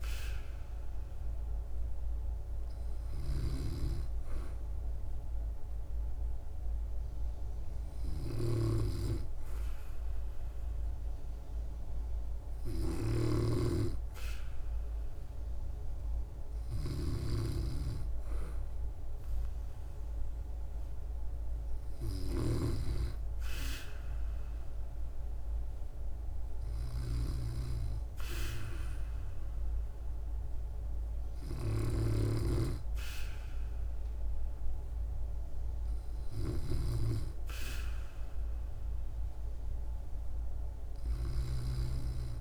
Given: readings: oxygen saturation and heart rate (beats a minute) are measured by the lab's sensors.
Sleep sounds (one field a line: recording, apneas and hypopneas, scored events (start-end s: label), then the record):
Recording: breathing in sleep by a room microphone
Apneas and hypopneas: none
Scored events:
0.00-42.41 s: snoring (device-marked)
From the record:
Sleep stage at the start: N2 (light sleep)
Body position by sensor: on the back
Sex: female